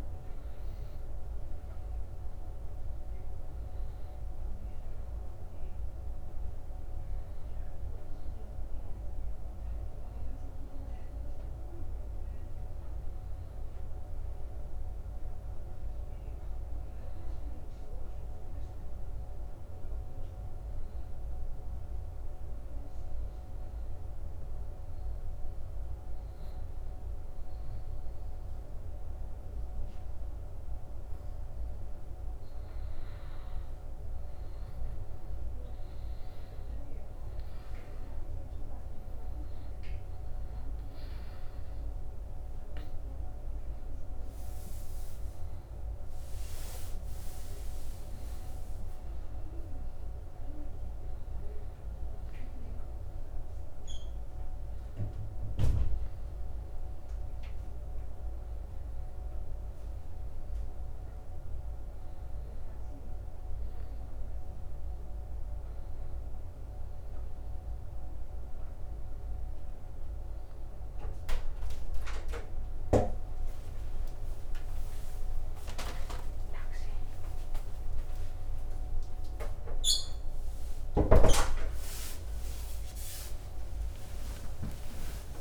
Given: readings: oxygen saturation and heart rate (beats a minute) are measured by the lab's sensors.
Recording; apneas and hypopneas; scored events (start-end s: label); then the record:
breathing in sleep, hard to hear, by a room microphone; 2
20.00-32.50 s: hypopnea (oxygen 96% before, 89% lowest, heart rate 88 before, 82 extreme, up 0 after)
33.50-37.00 s: arousal
36.00-52.00 s: oxygen desaturation (device-marked, oxygen 94% before, 89% lowest, heart rate 83 before, 82 extreme)
54.50-72.00 s: hypopnea (oxygen 95% before, 93% lowest, heart rate 85 before, 82 extreme, up 5 after)
71.00-85.41 s: new sleep stage, awake
83.00-85.00 s: long interval between heartbeats (device-marked, heart rate 85 before, 98 extreme)
From the record:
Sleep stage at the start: N2 (light sleep); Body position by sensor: on the back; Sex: male